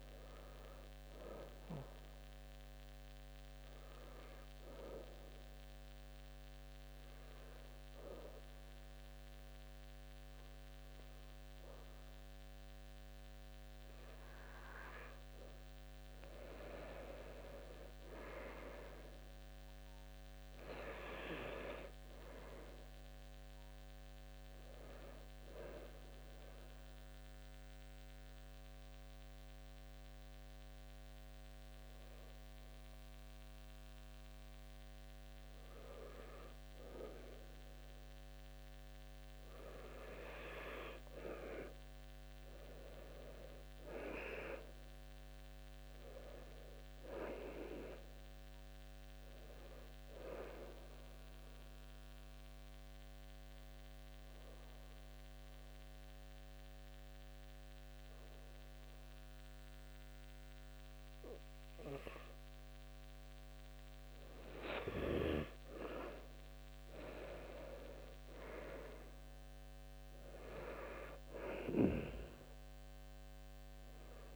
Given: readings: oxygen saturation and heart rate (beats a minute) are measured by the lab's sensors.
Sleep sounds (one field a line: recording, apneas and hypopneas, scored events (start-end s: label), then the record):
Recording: breathing in sleep by a microphone on the trachea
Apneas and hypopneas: 3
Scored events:
0.00-9.00 s: oxygen desaturation (device-marked, oxygen 93% lowest, heart rate 70 extreme)
4.50-15.00 s: obstructive apnea (oxygen 97% before, 91% lowest, heart rate 76 before, 70 extreme, up 5 after)
17.00-20.00 s: arousal
26.50-38.00 s: obstructive apnea (oxygen 96% before, 91% lowest, heart rate 73 before, 70 extreme, up 3 after)
39.00-46.00 s: oxygen desaturation (device-marked, oxygen 94% before, 91% lowest, heart rate 74 before, 71 extreme)
41.50-45.50 s: arousal
51.00-63.00 s: obstructive apnea (oxygen 95% before, 91% lowest, heart rate 73 before, 69 extreme, up 1 after)
63.50-67.50 s: arousal
From the record:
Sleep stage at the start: N2 (light sleep)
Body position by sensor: on the back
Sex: male